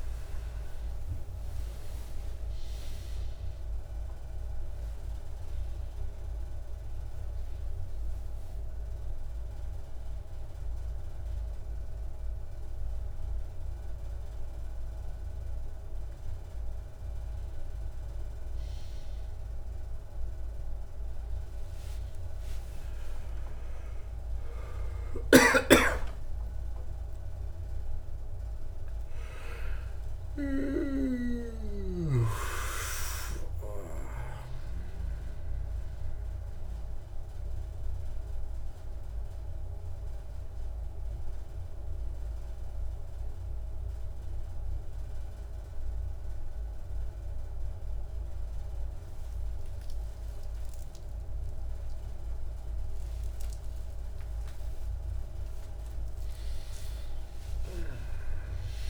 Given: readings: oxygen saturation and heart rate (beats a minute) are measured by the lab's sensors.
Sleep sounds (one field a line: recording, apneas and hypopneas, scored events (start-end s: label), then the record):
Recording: a person awake in a sleep study, by a room microphone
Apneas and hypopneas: none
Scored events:
6.00-22.00 s: oxygen desaturation (device-marked, oxygen 99% before, 95% lowest, heart rate 92 before, 80 extreme)
From the record:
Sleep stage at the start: awake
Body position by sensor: on the back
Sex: male